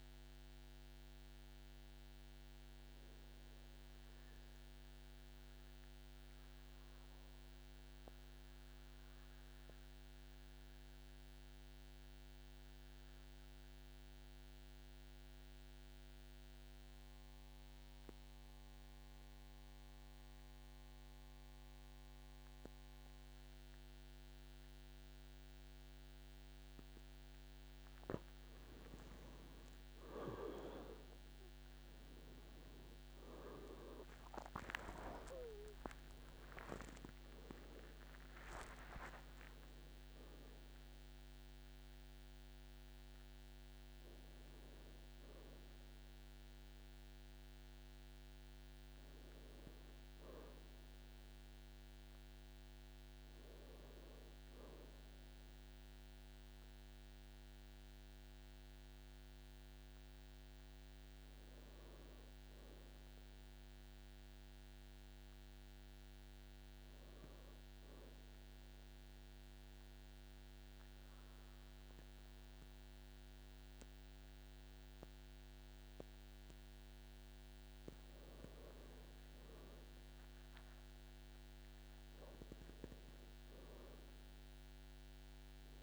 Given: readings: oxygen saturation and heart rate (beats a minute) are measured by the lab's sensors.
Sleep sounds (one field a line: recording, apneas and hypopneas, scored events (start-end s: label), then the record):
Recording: breathing in sleep by a microphone on the trachea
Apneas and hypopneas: 2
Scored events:
0.00-1.50 s: oxygen desaturation (device-marked, oxygen 92% lowest, heart rate 49 extreme)
1.00-28.00 s: mixed apnea (oxygen 98% before, 89% lowest, heart rate 80 before, 49 extreme, up 19 after)
3.50-17.50 s: oxygen desaturation (device-marked, oxygen 96% before, 91% lowest, heart rate 80 before, 51 extreme)
32.50-39.00 s: arousal
32.50-58.50 s: oxygen desaturation (device-marked, oxygen 100% before, 89% lowest, heart rate 54 before, 52 extreme)
39.00-41.00 s: long interval between heartbeats (device-marked, heart rate 59 before, 79 extreme)
62.00-66.00 s: arousal
68.00-79.00 s: central apnea (oxygen 100% before, 92% lowest, heart rate 54 before, 53 extreme, up 14 after)
82.00-85.50 s: arousal
82.50-85.83 s: oxygen desaturation (device-marked, oxygen 99% before, 96% lowest, heart rate 56 before, 51 extreme)
From the record:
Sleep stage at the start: N2 (light sleep)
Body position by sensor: on the back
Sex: male